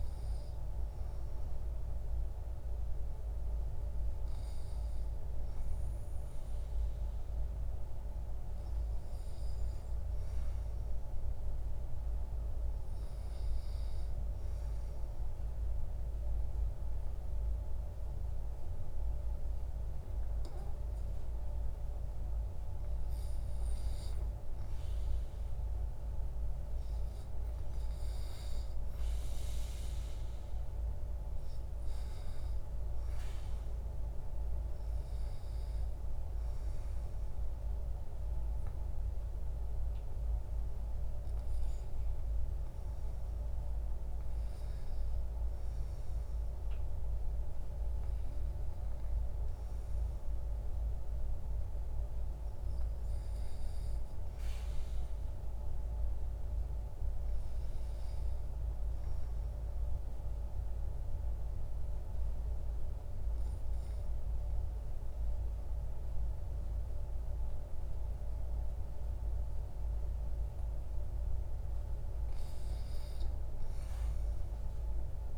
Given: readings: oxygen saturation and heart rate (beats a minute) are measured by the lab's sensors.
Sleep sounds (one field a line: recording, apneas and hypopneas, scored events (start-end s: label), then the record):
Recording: breathing in sleep, hard to hear, by a room microphone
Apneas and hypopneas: 2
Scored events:
14.50-26.00 s: obstructive apnea (oxygen 97% before, 94% lowest, heart rate 61 before, 60 extreme, up 2 after)
28.00-32.50 s: arousal
58.00-69.00 s: hypopnea (oxygen 96% before, 94% lowest, heart rate 62 before, 59 extreme, up 10 after)
71.50-75.38 s: arousal
From the record:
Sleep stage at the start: REM sleep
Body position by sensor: on the back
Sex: male